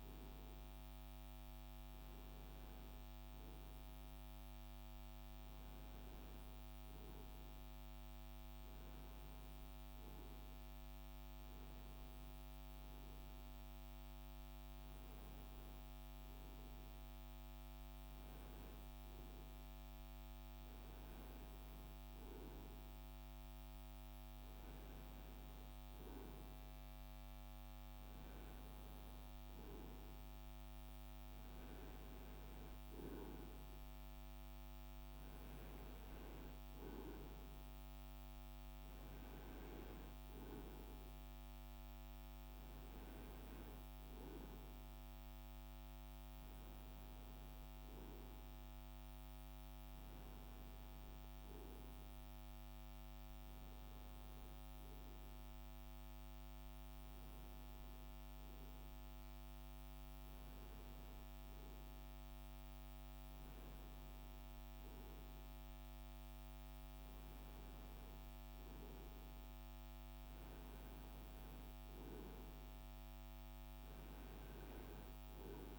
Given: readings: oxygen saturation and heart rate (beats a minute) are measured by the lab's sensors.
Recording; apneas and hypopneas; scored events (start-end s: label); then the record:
breathing in sleep, hard to hear, by a microphone on the trachea; none
none scored
From the record:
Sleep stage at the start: N2 (light sleep); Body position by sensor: on the right side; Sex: male